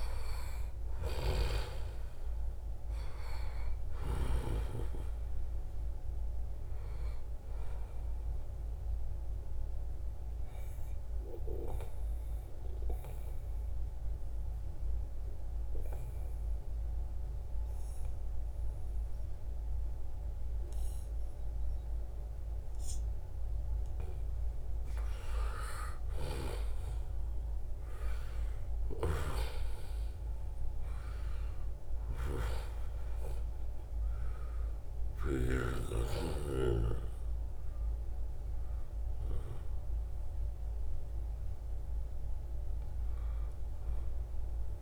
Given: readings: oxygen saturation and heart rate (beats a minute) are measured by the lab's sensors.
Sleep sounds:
breathing in sleep by a room microphone; 1
0.00-18.50 s: oxygen desaturation (device-marked, oxygen 90% lowest, heart rate 77 extreme)
7.50-24.00 s: obstructive apnea (oxygen 96% before, 90% lowest, heart rate 77 before, 77 extreme, up 4 after)
26.00-30.50 s: arousal
32.50-43.50 s: oxygen desaturation (device-marked, oxygen 96% before, 92% lowest, heart rate 79 before, 78 extreme)
From the record:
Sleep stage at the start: N2 (light sleep); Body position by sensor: on the back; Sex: male

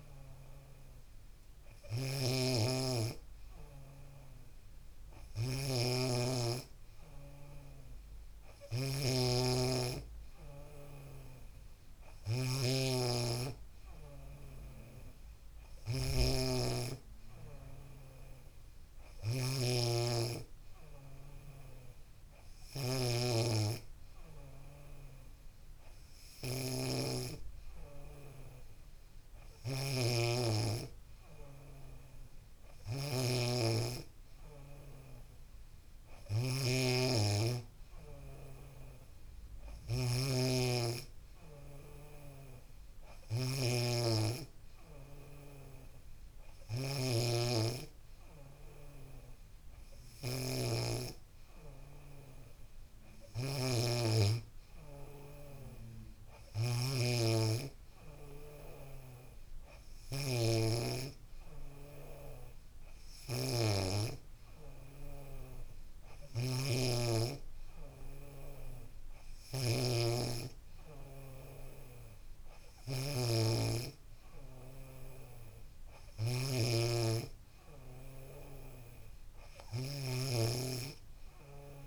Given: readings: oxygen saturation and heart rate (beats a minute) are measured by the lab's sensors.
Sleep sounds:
a person awake in a sleep study, by a room microphone; none
22.50-24.50 s: long interval between heartbeats (device-marked, heart rate 72 before, 80 extreme)
35.50-37.50 s: long interval between heartbeats (device-marked, heart rate 76 before, 82 extreme)
36.50-47.50 s: snoring (device-marked)
59.50-61.50 s: long interval between heartbeats (device-marked, heart rate 74 before, 82 extreme)
From the record:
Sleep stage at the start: awake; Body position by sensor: on the back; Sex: female

